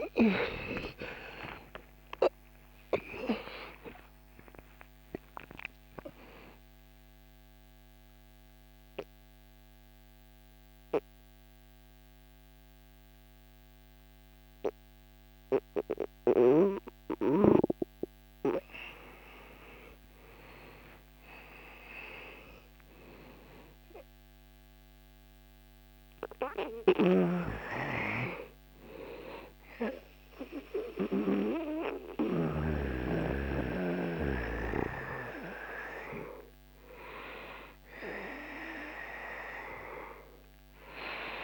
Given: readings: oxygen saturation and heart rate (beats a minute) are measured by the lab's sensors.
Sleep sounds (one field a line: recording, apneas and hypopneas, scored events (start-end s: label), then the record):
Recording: breathing in sleep by a microphone on the trachea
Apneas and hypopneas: 1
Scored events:
0.00-2.00 s: arousal
0.00-19.00 s: oxygen desaturation (device-marked, oxygen 60% lowest, heart rate 68 extreme)
6.50-17.00 s: central apnea (oxygen 81% before, 60% lowest, heart rate 74 before, 81 extreme, up 5 after)
26.00-32.00 s: snoring (device-marked)
26.50-31.50 s: arousal
From the record:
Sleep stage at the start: REM sleep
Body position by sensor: on the back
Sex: male